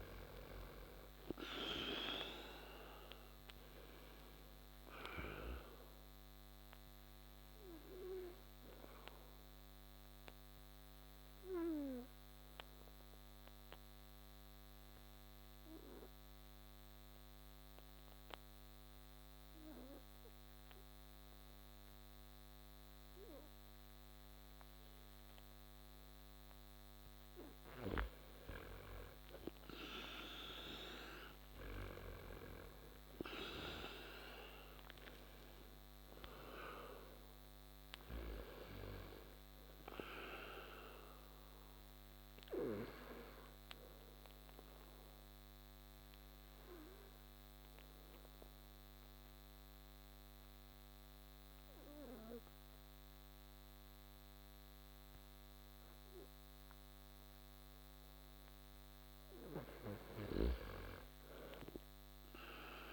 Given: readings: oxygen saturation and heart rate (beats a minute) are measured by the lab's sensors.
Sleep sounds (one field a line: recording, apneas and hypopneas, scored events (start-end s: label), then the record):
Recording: breathing in sleep by a microphone on the trachea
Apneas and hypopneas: 2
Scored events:
0.00-1.50 s: arousal
4.00-26.00 s: oxygen desaturation (device-marked, oxygen 97% before, 89% lowest)
6.50-24.00 s: obstructive apnea (oxygen 97% before, 88% lowest)
29.00-31.50 s: arousal
40.00-58.50 s: obstructive apnea (oxygen 97% before, 88% lowest)
41.00-59.00 s: oxygen desaturation (device-marked, oxygen 95% before, 88% lowest)
61.00-62.93 s: arousal
From the record:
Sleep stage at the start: N2 (light sleep)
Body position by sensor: on the back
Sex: male